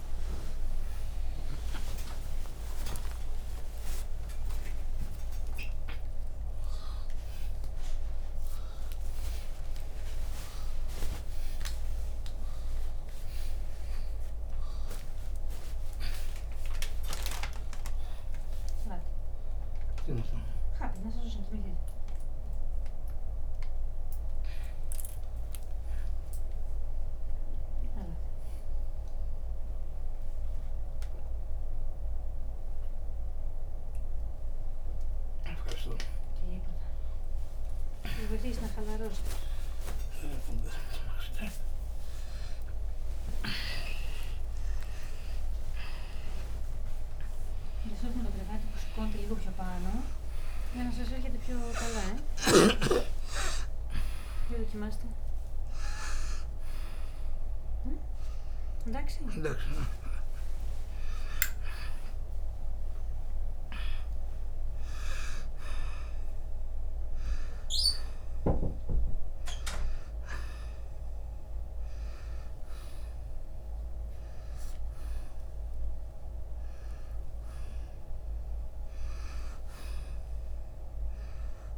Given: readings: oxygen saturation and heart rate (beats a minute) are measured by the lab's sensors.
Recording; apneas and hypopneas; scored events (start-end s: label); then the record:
a person awake in a sleep study, by a room microphone; none
0.00-7.00 s: oxygen desaturation (device-marked, oxygen 88% lowest, heart rate 71 extreme)
40.00-46.00 s: oxygen desaturation (device-marked, oxygen 94% before, 90% lowest, heart rate 98 before, 68 extreme)
48.00-68.00 s: oxygen desaturation (device-marked, oxygen 94% before, 88% lowest)
From the record:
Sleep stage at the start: awake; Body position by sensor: on the right side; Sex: male